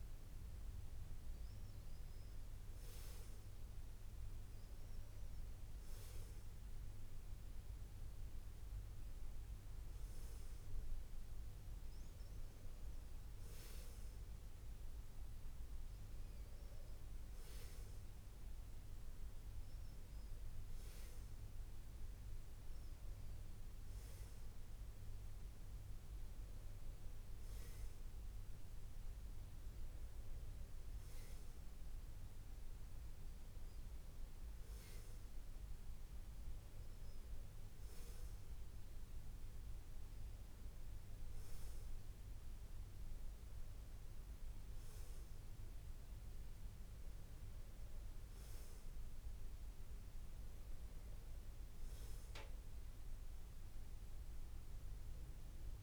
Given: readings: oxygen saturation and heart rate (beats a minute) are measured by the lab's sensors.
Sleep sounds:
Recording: breathing in sleep, hard to hear, by a room microphone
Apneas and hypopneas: none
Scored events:
none scored
From the record:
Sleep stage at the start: N2 (light sleep)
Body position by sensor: on the back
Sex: male

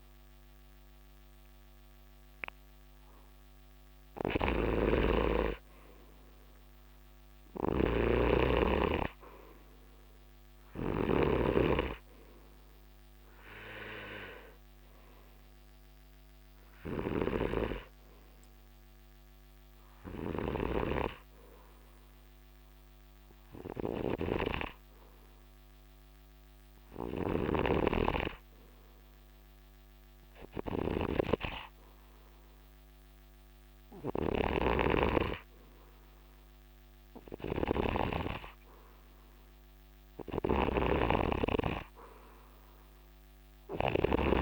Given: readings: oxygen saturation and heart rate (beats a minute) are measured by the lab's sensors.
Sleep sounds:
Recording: breathing in sleep by a microphone on the trachea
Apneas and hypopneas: 1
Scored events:
0.00-44.42 s: snoring (device-marked)
4.00-44.42 s: new sleep stage, N2 (light sleep)
15.00-18.50 s: arousal
23.00-34.50 s: hypopnea (oxygen 91% before, 88% lowest, heart rate 78 before, 74 extreme, up 8 after)
36.50-39.50 s: arousal
From the record:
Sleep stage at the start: N3 (deep sleep)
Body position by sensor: on the right side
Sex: male

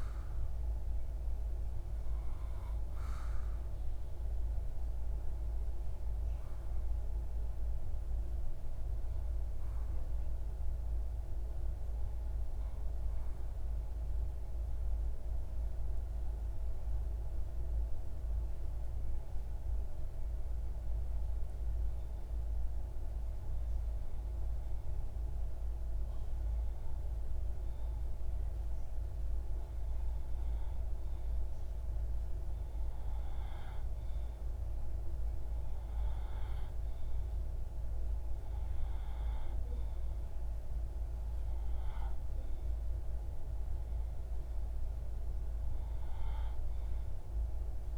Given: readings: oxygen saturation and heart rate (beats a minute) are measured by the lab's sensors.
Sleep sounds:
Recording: breathing in sleep, hard to hear, by a room microphone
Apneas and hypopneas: 1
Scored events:
13.50-31.50 s: hypopnea (oxygen 94% before, 92% lowest)
33.50-38.00 s: arousal
41.00-44.00 s: oxygen desaturation (device-marked, oxygen 97% before, 95% lowest)
From the record:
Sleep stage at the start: REM sleep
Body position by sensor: on the back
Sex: male

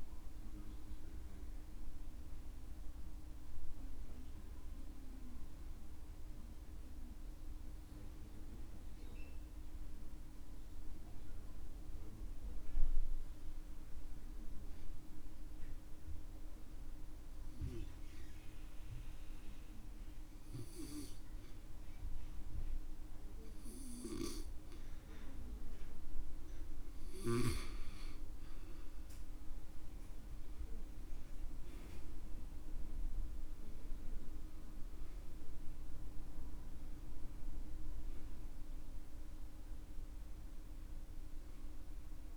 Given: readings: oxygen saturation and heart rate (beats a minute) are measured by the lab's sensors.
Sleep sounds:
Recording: breathing in sleep by a room microphone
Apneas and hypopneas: 1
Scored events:
10.00-27.00 s: obstructive apnea (oxygen 95% before, 89% lowest, heart rate 66 before, 61 extreme, up 7 after)
28.50-32.00 s: arousal
30.50-42.37 s: oxygen desaturation (device-marked, oxygen 94% before, 89% lowest, heart rate 66 before, 59 extreme)
From the record:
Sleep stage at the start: N2 (light sleep)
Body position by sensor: on the back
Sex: male

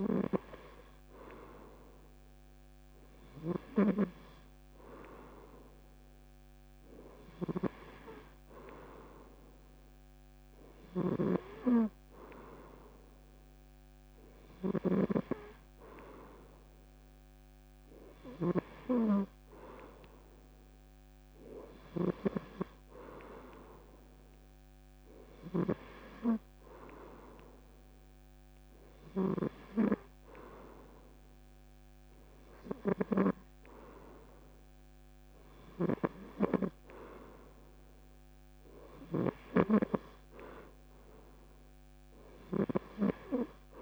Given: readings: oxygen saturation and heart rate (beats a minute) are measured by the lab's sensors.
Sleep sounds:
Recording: breathing in sleep by a microphone on the trachea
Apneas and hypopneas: none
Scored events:
10.50-22.00 s: snoring (device-marked)
From the record:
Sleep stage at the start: N2 (light sleep)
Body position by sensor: on the back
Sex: male

